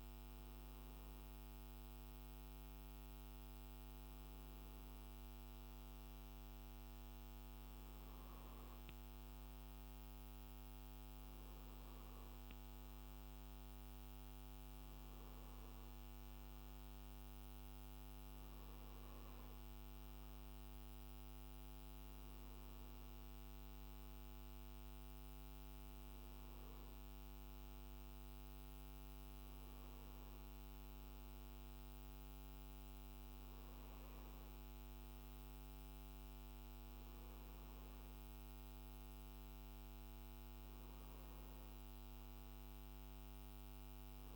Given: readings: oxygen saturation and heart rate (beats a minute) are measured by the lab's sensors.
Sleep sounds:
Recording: breathing in sleep, hard to hear, by a microphone on the trachea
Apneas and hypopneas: none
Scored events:
none scored
From the record:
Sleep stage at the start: N2 (light sleep)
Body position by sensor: on the right side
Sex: male

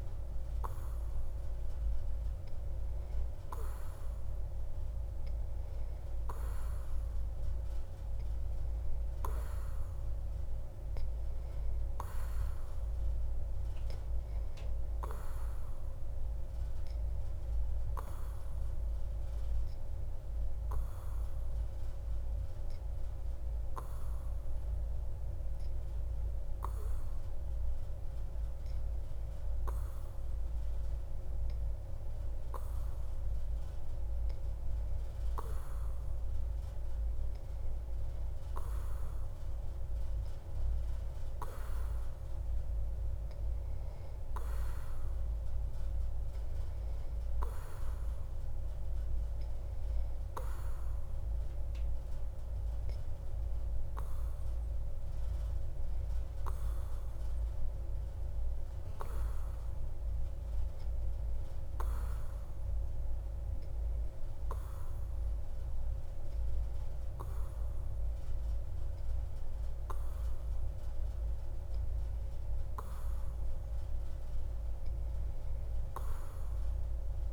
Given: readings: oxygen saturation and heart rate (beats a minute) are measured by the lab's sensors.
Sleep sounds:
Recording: breathing in sleep, hard to hear, by a room microphone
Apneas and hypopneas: none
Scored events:
none scored
From the record:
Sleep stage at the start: N2 (light sleep)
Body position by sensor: on the back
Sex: male

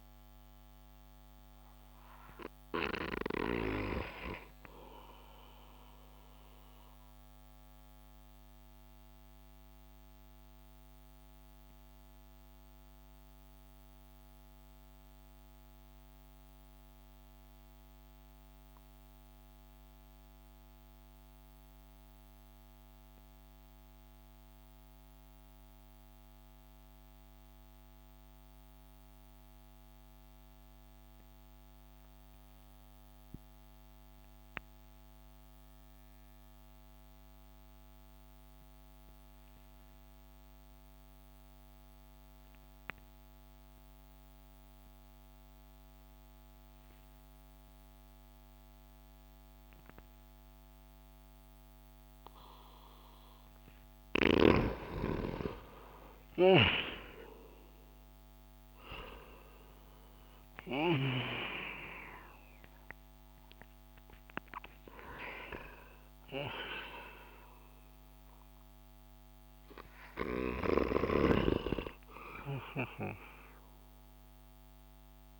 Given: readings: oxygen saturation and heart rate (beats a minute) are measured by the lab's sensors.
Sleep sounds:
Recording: breathing in sleep by a microphone on the trachea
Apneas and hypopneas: 1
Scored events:
0.00-13.50 s: oxygen desaturation (device-marked, oxygen 85% lowest)
5.00-53.00 s: mixed apnea (oxygen 94% before, 85% lowest)
37.50-75.40 s: oxygen desaturation (device-marked, oxygen 98% before, 87% lowest)
54.50-59.00 s: arousal
56.00-60.50 s: snoring (device-marked)
From the record:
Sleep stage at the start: N2 (light sleep)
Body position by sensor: on the back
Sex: male

